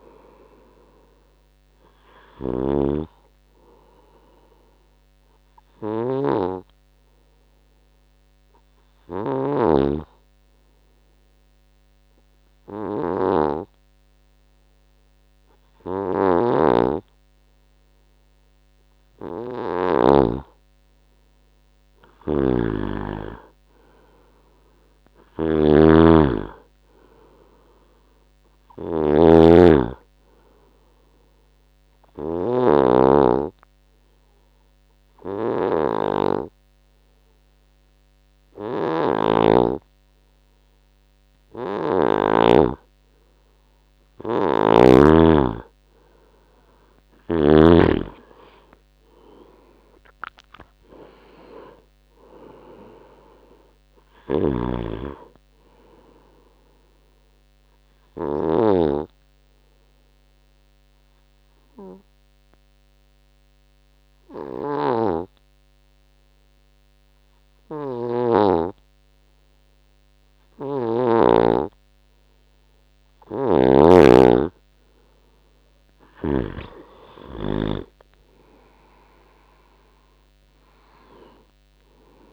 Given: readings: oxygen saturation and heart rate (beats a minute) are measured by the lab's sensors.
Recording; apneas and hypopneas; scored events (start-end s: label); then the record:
breathing in sleep by a microphone on the trachea; 3
0.00-8.50 s: oxygen desaturation (device-marked, oxygen 90% lowest, heart rate 68 extreme)
2.50-20.50 s: snoring (device-marked)
5.00-20.00 s: obstructive apnea (oxygen 95% before, 90% lowest, heart rate 75 before, 68 extreme, up 7 after)
22.00-25.50 s: arousal
22.50-42.50 s: snoring (device-marked)
28.50-43.50 s: oxygen desaturation (device-marked, oxygen 97% before, 92% lowest, heart rate 71 before, 64 extreme)
31.00-42.50 s: obstructive apnea (oxygen 97% before, 90% lowest, heart rate 71 before, 64 extreme, up 3 after)
44.50-48.00 s: snoring (device-marked)
47.00-51.50 s: arousal
50.50-70.50 s: oxygen desaturation (device-marked, oxygen 96% before, 90% lowest, heart rate 75 before, 60 extreme)
54.50-59.00 s: snoring (device-marked)
57.50-72.50 s: obstructive apnea (oxygen 96% before, 90% lowest, heart rate 77 before, 60 extreme, up 12 after)
65.00-71.50 s: snoring (device-marked)
73.50-77.00 s: snoring (device-marked)
77.50-82.00 s: arousal
From the record:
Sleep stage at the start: N2 (light sleep); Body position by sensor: on the right side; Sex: male